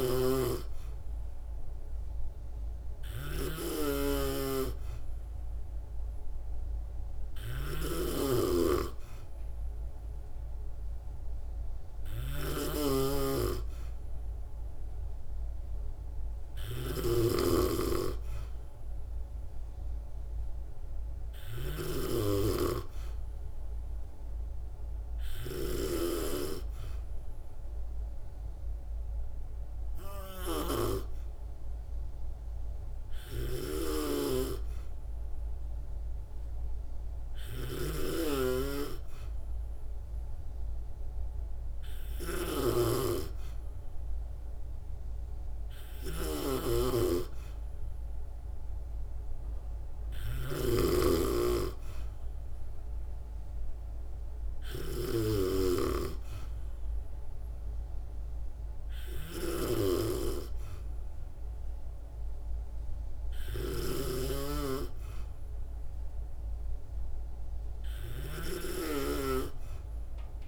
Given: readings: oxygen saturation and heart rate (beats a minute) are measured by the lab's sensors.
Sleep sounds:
breathing in sleep by a room microphone; none
0.00-70.48 s: snoring (device-marked)
From the record:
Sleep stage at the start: N2 (light sleep); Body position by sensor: on the back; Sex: female

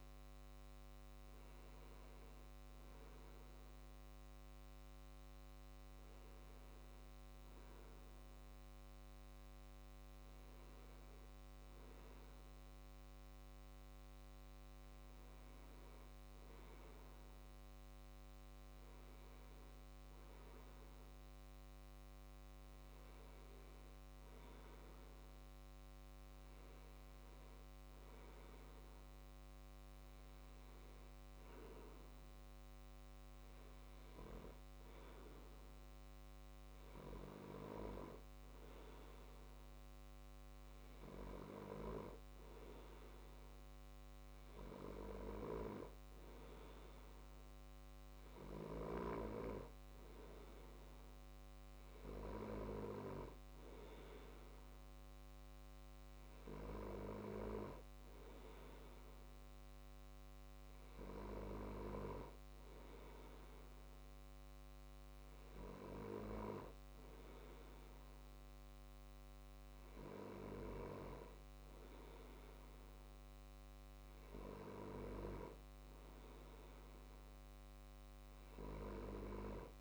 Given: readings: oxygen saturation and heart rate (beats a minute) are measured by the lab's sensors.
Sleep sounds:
breathing in sleep by a microphone on the trachea; none
none scored
From the record:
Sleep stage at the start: N2 (light sleep); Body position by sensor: on the left side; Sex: male

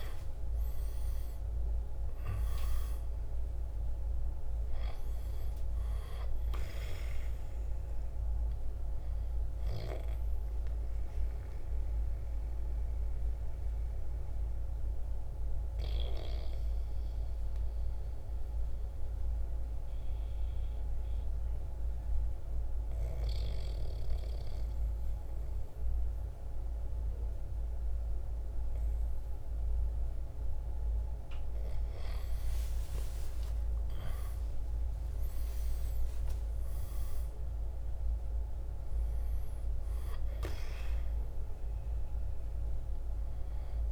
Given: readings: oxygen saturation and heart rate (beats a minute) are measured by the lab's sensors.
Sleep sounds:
breathing in sleep, hard to hear, by a room microphone; 1
0.00-2.50 s: arousal
3.00-13.00 s: drop in pulse transit time (device-marked, heart rate 56 before, 55 extreme)
4.00-25.00 s: oxygen desaturation (device-marked, oxygen 97% before, 89% lowest, heart rate 56 before, 52 extreme)
9.50-31.00 s: obstructive apnea (oxygen 97% before, 89% lowest, heart rate 58 before, 52 extreme, up 8 after)
33.50-37.50 s: arousal
42.00-43.92 s: oxygen desaturation (device-marked, oxygen 97% before, 90% lowest, heart rate 57 before, 53 extreme)
From the record:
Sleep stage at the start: N2 (light sleep); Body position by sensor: on the right side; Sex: male

